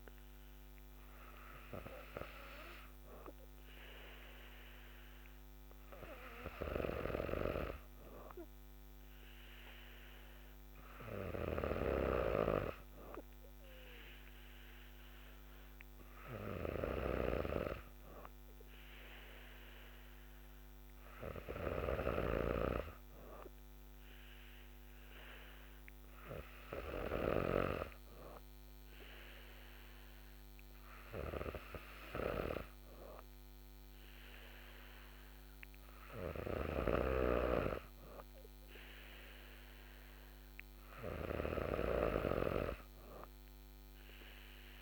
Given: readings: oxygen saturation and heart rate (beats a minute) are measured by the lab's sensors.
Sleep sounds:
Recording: breathing in sleep by a microphone on the trachea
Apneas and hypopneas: none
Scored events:
22.00-27.50 s: snoring (device-marked)
37.00-42.00 s: snoring (device-marked)
From the record:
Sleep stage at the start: N3 (deep sleep)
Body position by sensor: on the back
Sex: female

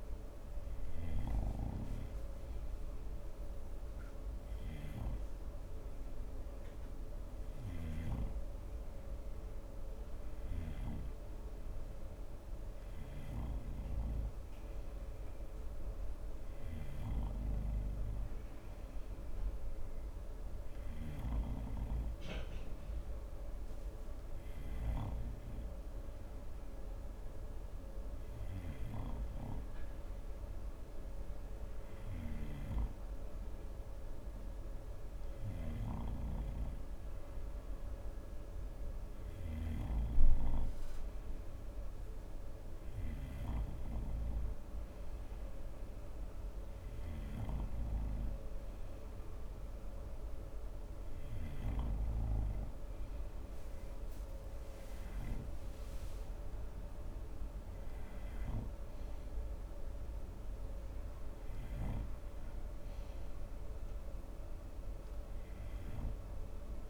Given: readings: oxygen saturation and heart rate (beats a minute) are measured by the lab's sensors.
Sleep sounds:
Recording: breathing in sleep by a room microphone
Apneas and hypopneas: none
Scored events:
none scored
From the record:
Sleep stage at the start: N2 (light sleep)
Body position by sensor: on the front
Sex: male

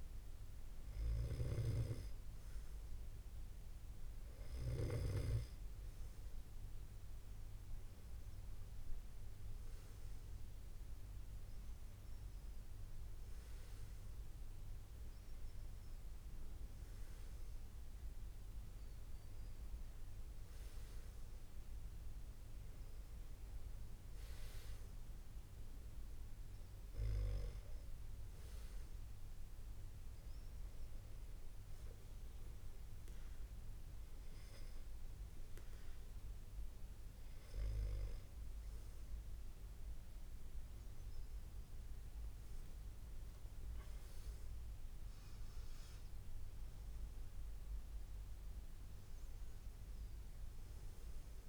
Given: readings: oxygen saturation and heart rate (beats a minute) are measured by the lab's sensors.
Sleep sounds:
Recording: breathing in sleep by a room microphone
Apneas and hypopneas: 1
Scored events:
29.50-40.50 s: hypopnea (oxygen 95% before, 94% lowest, heart rate 87 before, 84 extreme, up 6 after)
42.00-45.00 s: arousal
From the record:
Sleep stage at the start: N2 (light sleep)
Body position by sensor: on the back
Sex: male

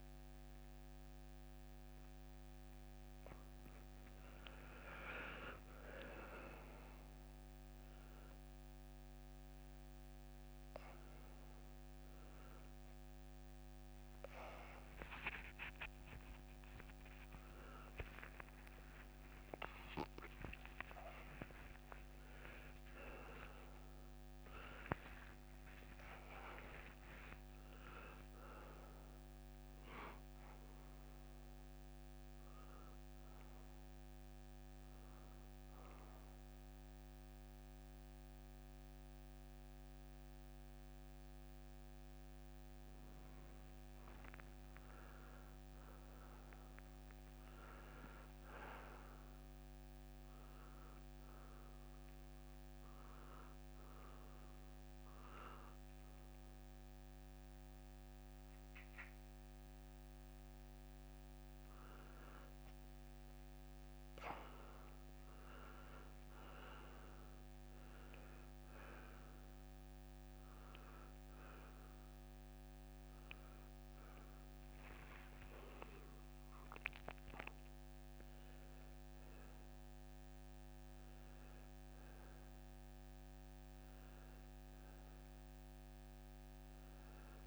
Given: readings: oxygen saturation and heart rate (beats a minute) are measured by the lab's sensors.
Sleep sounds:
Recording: breathing in sleep by a microphone on the trachea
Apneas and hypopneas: none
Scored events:
18.00-26.00 s: arousal
28.50-36.50 s: oxygen desaturation (device-marked, oxygen 98% before, 94% lowest)
50.50-59.50 s: oxygen desaturation (device-marked, oxygen 96% before, 91% lowest)
61.00-66.00 s: arousal
81.50-87.47 s: new sleep stage, N2 (light sleep)
From the record:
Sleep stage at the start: N1 (lightest sleep)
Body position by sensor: on the back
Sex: male

